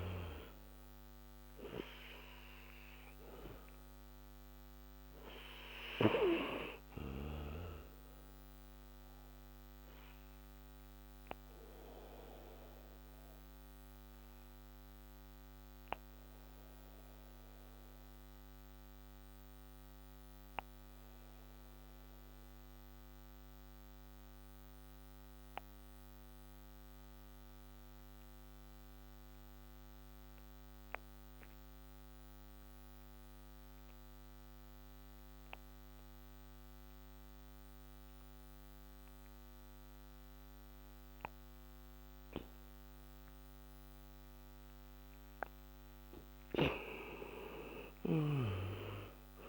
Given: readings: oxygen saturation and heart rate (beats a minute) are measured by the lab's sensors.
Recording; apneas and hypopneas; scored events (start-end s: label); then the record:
breathing in sleep by a microphone on the trachea; 1
10.50-27.50 s: oxygen desaturation (device-marked, oxygen 95% before, 87% lowest, heart rate 66 before, 58 extreme)
11.00-42.50 s: obstructive apnea (oxygen 97% before, 85% lowest, heart rate 66 before, 48 extreme, up 8 after)
47.00-49.49 s: arousal
From the record:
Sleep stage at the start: N2 (light sleep); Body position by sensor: on the back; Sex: male